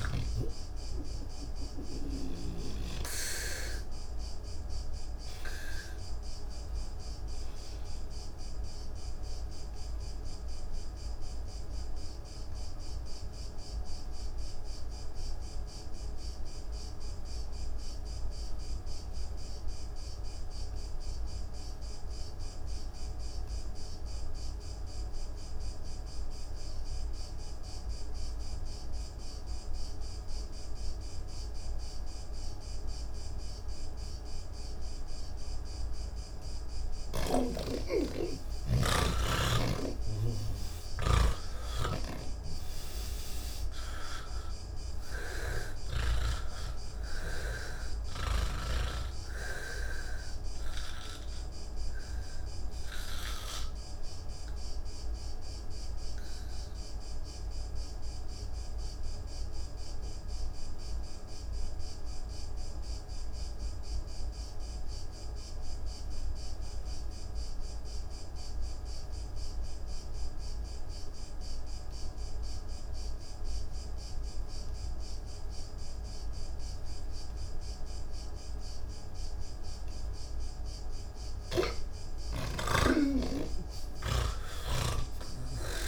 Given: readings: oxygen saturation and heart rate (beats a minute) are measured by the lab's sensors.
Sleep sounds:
breathing in sleep by a room microphone; 2
0.00-2.50 s: oxygen desaturation (device-marked, oxygen 89% lowest, heart rate 32 extreme)
0.00-2.50 s: snoring (device-marked)
2.00-35.00 s: obstructive apnea (oxygen 99% before, 79% lowest, heart rate 61 before, 41 extreme, up 0 after)
4.50-20.50 s: oxygen desaturation (device-marked, oxygen 92% before, 81% lowest, heart rate 65 before, 55 extreme)
26.50-42.50 s: oxygen desaturation (device-marked, oxygen 99% before, 86% lowest, heart rate 77 before, 52 extreme)
42.00-46.50 s: snoring (device-marked)
44.50-68.50 s: oxygen desaturation (device-marked, oxygen 89% before, 79% lowest, heart rate 114 before, 69 extreme)
51.50-81.50 s: obstructive apnea (oxygen 99% before, 78% lowest, heart rate 99 before, 69 extreme)
70.50-85.88 s: oxygen desaturation (device-marked, oxygen 99% before, 78% lowest)
84.00-85.88 s: snoring (device-marked)
From the record:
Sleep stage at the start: N3 (deep sleep); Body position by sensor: on the back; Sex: male

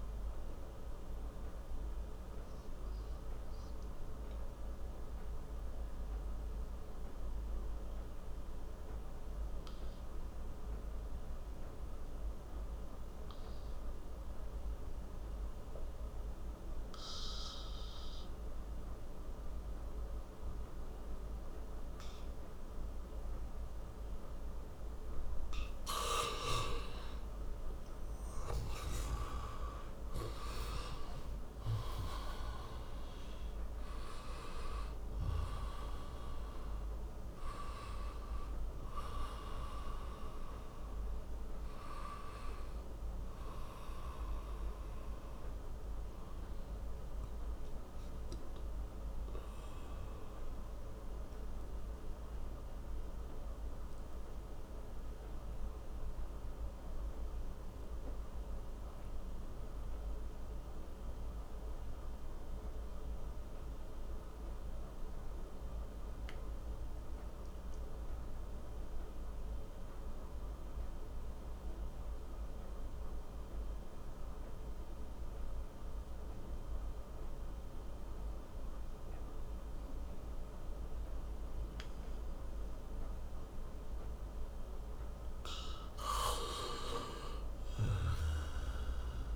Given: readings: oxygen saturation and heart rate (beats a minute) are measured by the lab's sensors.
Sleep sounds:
breathing in sleep by a room microphone; 2
0.00-20.50 s: oxygen desaturation (device-marked, oxygen 66% lowest)
0.50-26.00 s: mixed apnea (oxygen 92% before, 66% lowest)
27.50-32.50 s: arousal
41.50-58.50 s: oxygen desaturation (device-marked, oxygen 96% before, 88% lowest)
49.00-83.50 s: obstructive apnea (oxygen 99% before, 88% lowest)
73.50-89.36 s: oxygen desaturation (device-marked, oxygen 99% before, 88% lowest)
86.50-89.36 s: arousal
From the record:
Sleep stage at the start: REM sleep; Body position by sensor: on the back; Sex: male

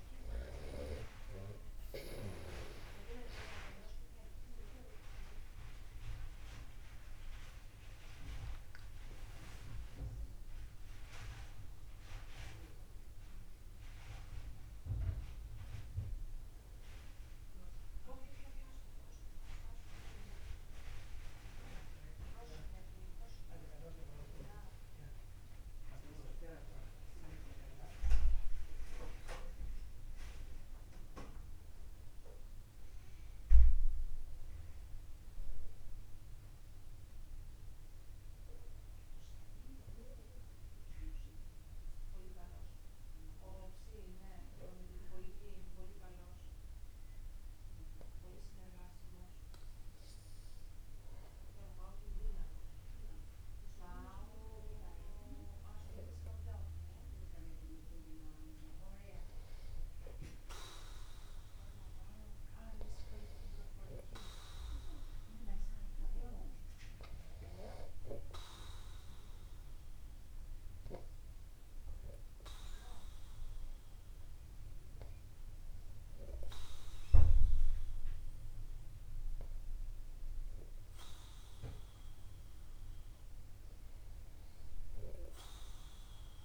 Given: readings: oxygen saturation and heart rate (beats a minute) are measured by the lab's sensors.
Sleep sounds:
breathing in sleep by a room microphone; 1
0.50-2.50 s: long interval between heartbeats (device-marked)
25.50-30.50 s: arousal
38.50-52.00 s: hypopnea (oxygen 97% before, 96% lowest)
45.00-47.00 s: long interval between heartbeats (device-marked)
57.00-61.00 s: arousal
71.50-73.50 s: long interval between heartbeats (device-marked)
76.00-78.00 s: long interval between heartbeats (device-marked)
80.00-82.00 s: long interval between heartbeats (device-marked)
From the record:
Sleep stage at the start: N2 (light sleep); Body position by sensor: upright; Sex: male

